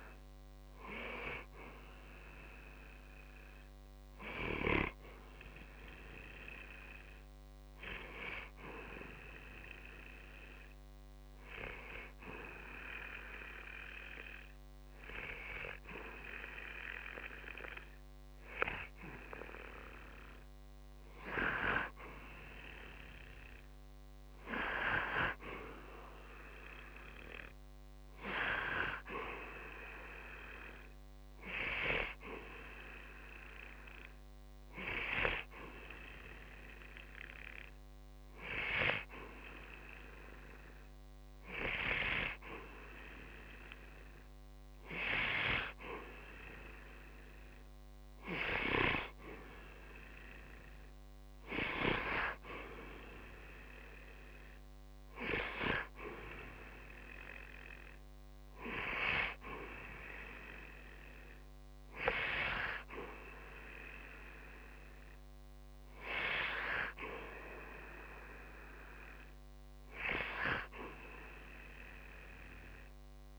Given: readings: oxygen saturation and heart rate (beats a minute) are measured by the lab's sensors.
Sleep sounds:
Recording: breathing in sleep by a microphone on the trachea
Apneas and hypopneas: 2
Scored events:
0.00-12.50 s: oxygen desaturation (device-marked, oxygen 90% lowest, heart rate 60 extreme)
8.00-20.50 s: hypopnea (oxygen 94% before, 90% lowest, heart rate 64 before, 60 extreme, up 9 after)
23.50-27.00 s: arousal
26.50-40.50 s: oxygen desaturation (device-marked, oxygen 94% before, 90% lowest, heart rate 65 before, 60 extreme)
34.00-44.00 s: hypopnea (oxygen 94% before, 90% lowest, heart rate 63 before, 60 extreme, up 0 after)
45.50-49.50 s: arousal
From the record:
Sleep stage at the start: N2 (light sleep)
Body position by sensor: on the back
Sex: male

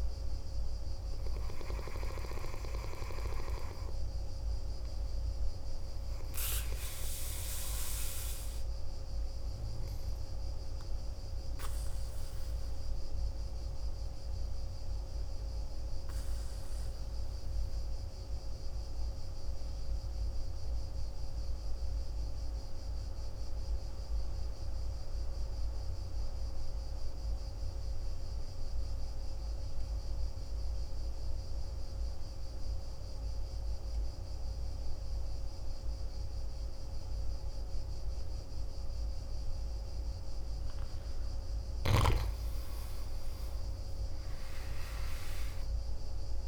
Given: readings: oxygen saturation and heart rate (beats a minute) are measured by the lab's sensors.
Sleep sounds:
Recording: breathing in sleep by a room microphone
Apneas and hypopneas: 1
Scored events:
0.00-15.00 s: oxygen desaturation (device-marked, oxygen 86% lowest, heart rate 53 extreme)
13.50-41.50 s: obstructive apnea (oxygen 95% before, 83% lowest, heart rate 57 before, 51 extreme, up 14 after)
34.00-46.48 s: oxygen desaturation (device-marked, oxygen 99% before, 83% lowest, heart rate 56 before, 51 extreme)
43.00-46.48 s: arousal
From the record:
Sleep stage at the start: N2 (light sleep)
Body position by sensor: on the back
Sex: male

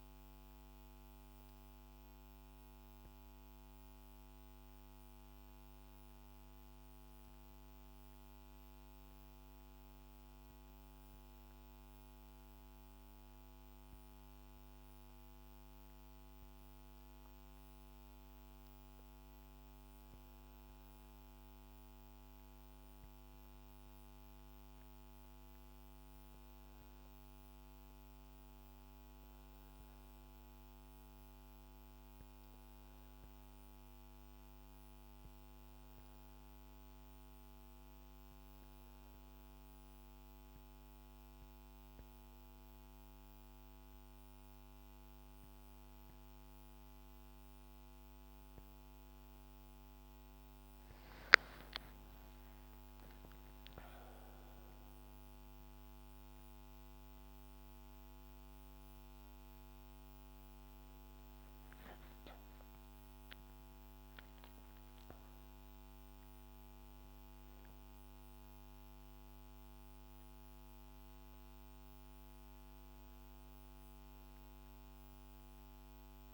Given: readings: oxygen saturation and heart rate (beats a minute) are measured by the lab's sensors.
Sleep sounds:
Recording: breathing in sleep, hard to hear, by a microphone on the trachea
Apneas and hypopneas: none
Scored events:
51.00-54.00 s: arousal
60.50-65.50 s: arousal
From the record:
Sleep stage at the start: N2 (light sleep)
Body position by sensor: on the back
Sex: female

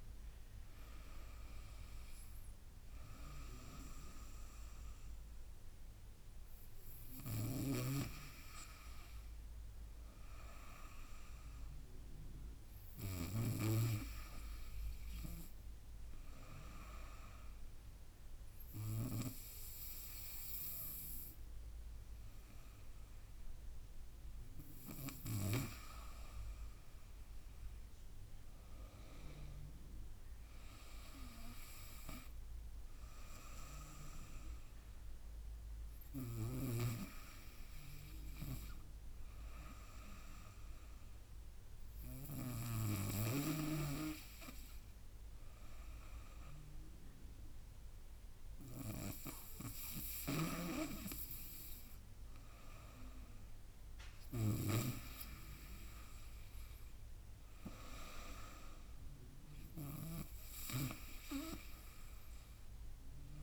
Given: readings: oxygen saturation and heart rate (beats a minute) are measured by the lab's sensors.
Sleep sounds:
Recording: breathing in sleep by a room microphone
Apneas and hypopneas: 1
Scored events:
0.00-7.00 s: drop in pulse transit time (device-marked, heart rate 79 extreme)
7.50-11.00 s: arousal
7.50-14.00 s: snoring (device-marked)
15.00-26.50 s: obstructive apnea (oxygen 97% before, 94% lowest, heart rate 82 before, 77 extreme, up 9 after)
28.00-31.00 s: arousal
50.00-63.43 s: snoring (device-marked)
From the record:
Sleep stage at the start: N2 (light sleep)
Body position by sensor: on the right side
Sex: female

